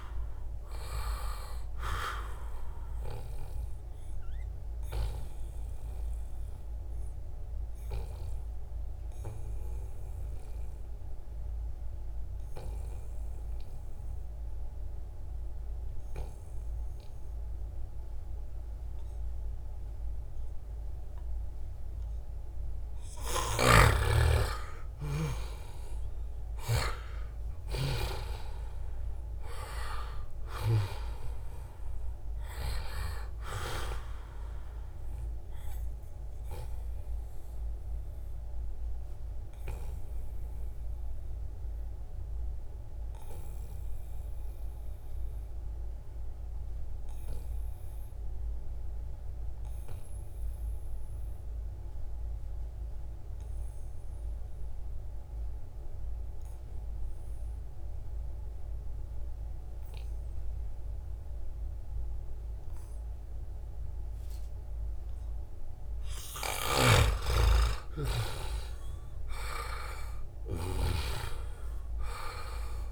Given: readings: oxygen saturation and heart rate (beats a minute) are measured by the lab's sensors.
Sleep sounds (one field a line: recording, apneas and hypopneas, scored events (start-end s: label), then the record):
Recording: breathing in sleep by a room microphone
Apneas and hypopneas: 2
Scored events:
4.00-22.50 s: obstructive apnea (oxygen 98% before, 89% lowest, heart rate 82 before, 73 extreme, up 1 after)
6.00-17.00 s: oxygen desaturation (device-marked, oxygen 97% before, 93% lowest, heart rate 81 before, 73 extreme)
23.50-27.50 s: arousal
23.50-28.00 s: snoring (device-marked)
25.00-47.00 s: oxygen desaturation (device-marked, oxygen 96% before, 90% lowest, heart rate 76 before, 67 extreme)
35.50-66.00 s: obstructive apnea (oxygen 96% before, 87% lowest, heart rate 74 before, 67 extreme, up 13 after)
62.00-72.92 s: oxygen desaturation (device-marked, oxygen 97% before, 87% lowest, heart rate 72 before, 73 extreme)
66.50-71.00 s: snoring (device-marked)
67.00-72.00 s: arousal
67.50-69.50 s: long interval between heartbeats (device-marked, heart rate 70 before, 77 extreme)
From the record:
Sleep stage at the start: N2 (light sleep)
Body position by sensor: on the back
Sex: male